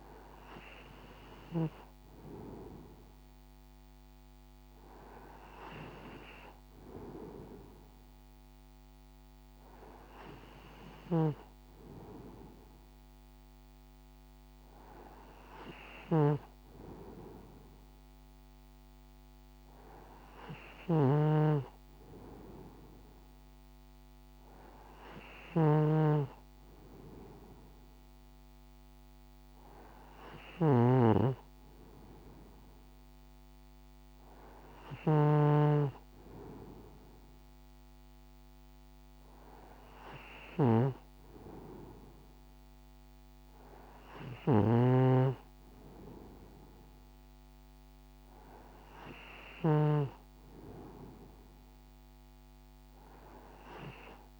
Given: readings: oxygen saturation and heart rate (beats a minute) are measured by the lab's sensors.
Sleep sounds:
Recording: breathing in sleep by a microphone on the trachea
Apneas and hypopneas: none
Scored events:
10.50-44.50 s: snoring (device-marked)
From the record:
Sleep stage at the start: N2 (light sleep)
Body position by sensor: on the right side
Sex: male

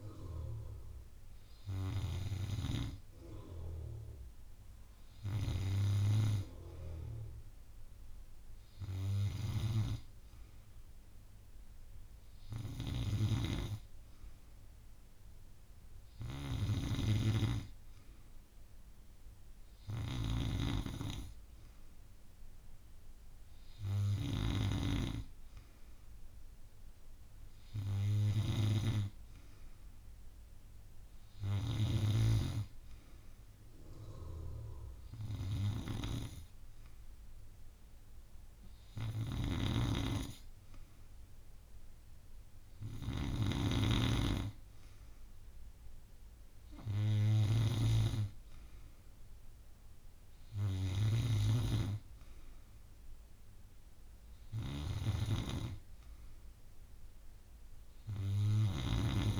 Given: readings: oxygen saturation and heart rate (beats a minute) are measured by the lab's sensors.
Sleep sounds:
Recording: breathing in sleep by a room microphone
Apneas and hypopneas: none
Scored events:
0.00-2.00 s: snoring (device-marked)
9.00-32.00 s: snoring (device-marked)
39.00-59.40 s: snoring (device-marked)
45.00-59.40 s: bradycardia (device-marked)
From the record:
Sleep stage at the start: N2 (light sleep)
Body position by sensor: on the back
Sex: female

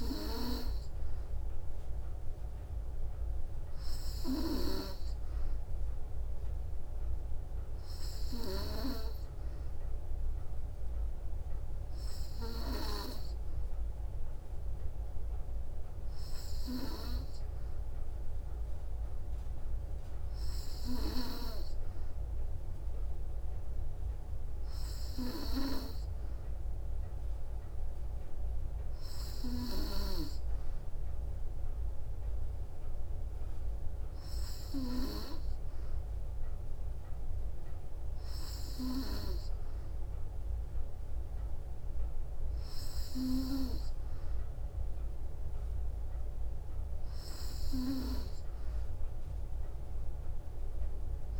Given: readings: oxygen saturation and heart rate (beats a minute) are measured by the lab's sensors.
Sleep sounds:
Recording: breathing in sleep by a room microphone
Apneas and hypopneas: none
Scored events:
27.00-51.40 s: new sleep stage, N2 (light sleep)
From the record:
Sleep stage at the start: N3 (deep sleep)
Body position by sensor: on the back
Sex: female

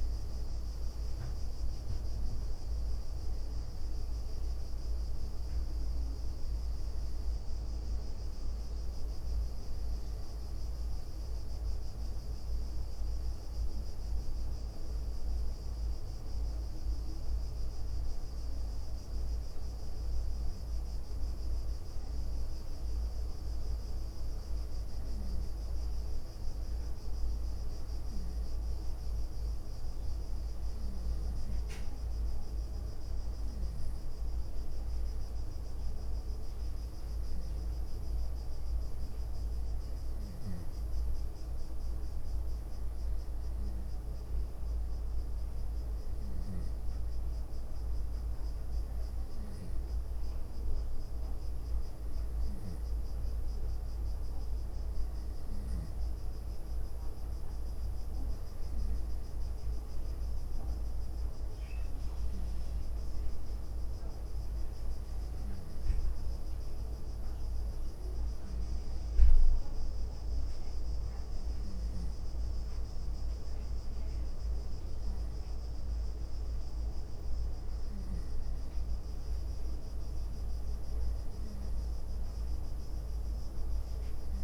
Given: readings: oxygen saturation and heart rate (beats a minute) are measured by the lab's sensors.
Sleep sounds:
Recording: breathing in sleep, hard to hear, by a room microphone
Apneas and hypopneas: none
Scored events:
0.00-1.50 s: leg movement (device-marked)
2.50-4.50 s: leg movement (device-marked)
6.50-8.00 s: leg movement (device-marked)
9.50-11.50 s: leg movement (device-marked)
12.50-14.50 s: leg movement (device-marked)
15.00-16.50 s: leg movement (device-marked)
17.50-19.50 s: leg movement (device-marked)
20.50-23.00 s: leg movement (device-marked)
24.00-26.50 s: leg movement (device-marked)
27.00-29.00 s: leg movement (device-marked)
30.00-32.50 s: leg movement (device-marked)
33.00-34.50 s: leg movement (device-marked)
36.50-38.50 s: leg movement (device-marked)
39.50-41.50 s: leg movement (device-marked)
42.50-44.50 s: leg movement (device-marked)
45.50-47.50 s: leg movement (device-marked)
52.00-61.50 s: leg movement (device-marked)
65.50-66.50 s: leg movement (device-marked)
67.50-70.00 s: leg movement (device-marked)
71.00-75.50 s: leg movement (device-marked)
From the record:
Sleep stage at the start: N2 (light sleep)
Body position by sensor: on the right side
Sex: female

